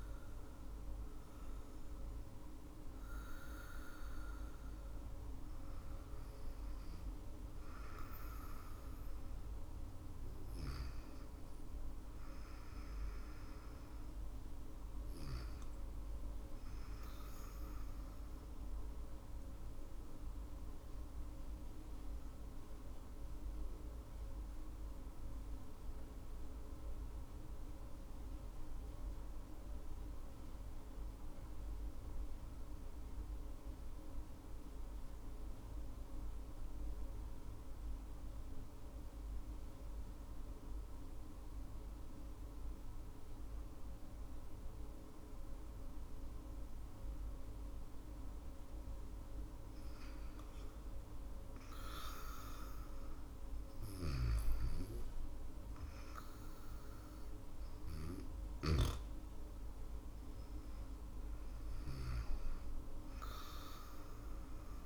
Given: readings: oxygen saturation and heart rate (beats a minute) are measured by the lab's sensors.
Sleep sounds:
breathing in sleep, hard to hear, by a room microphone; 1
0.00-7.00 s: oxygen desaturation (device-marked, oxygen 93% lowest, heart rate 54 extreme)
15.00-20.00 s: drop in pulse transit time (device-marked, heart rate 55 before, 56 extreme)
17.00-48.50 s: obstructive apnea (oxygen 100% before, 92% lowest, heart rate 55 before, 55 extreme, up 6 after)
38.00-64.86 s: oxygen desaturation (device-marked, oxygen 99% before, 92% lowest, heart rate 62 before, 55 extreme)
51.00-55.50 s: arousal
51.00-64.86 s: new sleep stage, N2 (light sleep)
53.00-58.00 s: snoring (device-marked)
From the record:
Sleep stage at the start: REM sleep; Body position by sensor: on the back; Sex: female

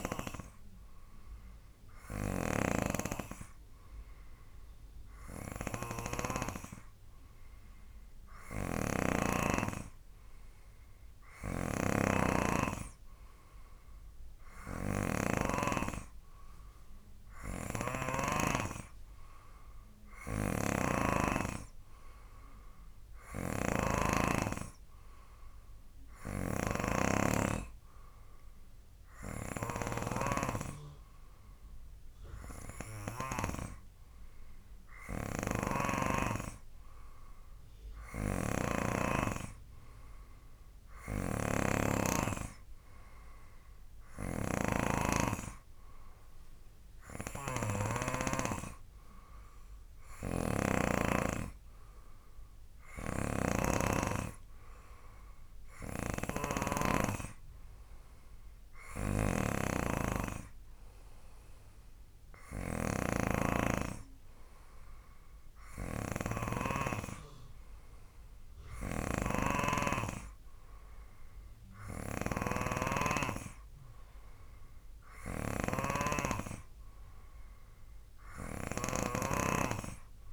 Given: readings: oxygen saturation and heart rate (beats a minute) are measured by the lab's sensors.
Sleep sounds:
breathing in sleep by a room microphone; none
0.00-9.50 s: snoring (device-marked)
11.50-18.50 s: snoring (device-marked)
20.50-51.00 s: snoring (device-marked)
53.00-80.33 s: snoring (device-marked)
From the record:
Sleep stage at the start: N3 (deep sleep); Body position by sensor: on the right side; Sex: male

